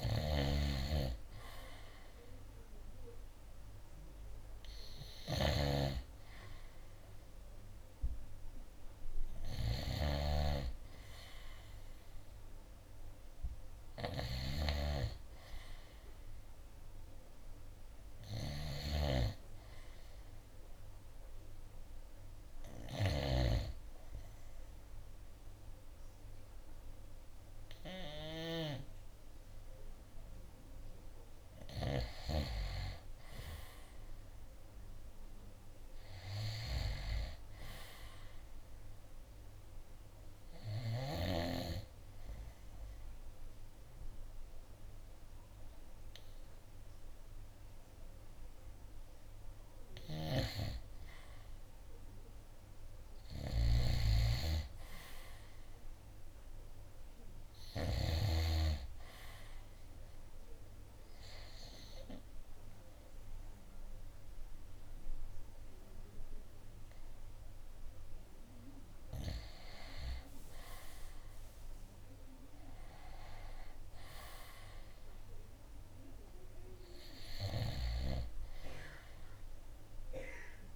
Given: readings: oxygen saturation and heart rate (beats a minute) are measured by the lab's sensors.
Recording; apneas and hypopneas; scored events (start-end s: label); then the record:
breathing in sleep by a room microphone; 1
0.00-23.50 s: snoring (device-marked)
7.00-15.00 s: oxygen desaturation (device-marked, oxygen 95% before, 92% lowest, heart rate 73 before, 66 extreme)
39.00-53.00 s: oxygen desaturation (device-marked, oxygen 94% before, 91% lowest, heart rate 69 before, 62 extreme)
39.50-50.50 s: hypopnea (oxygen 95% before, 91% lowest, heart rate 69 before, 62 extreme, up 11 after)
50.00-58.50 s: snoring (device-marked)
52.00-56.00 s: arousal
From the record:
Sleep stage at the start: N2 (light sleep); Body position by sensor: on the right side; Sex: male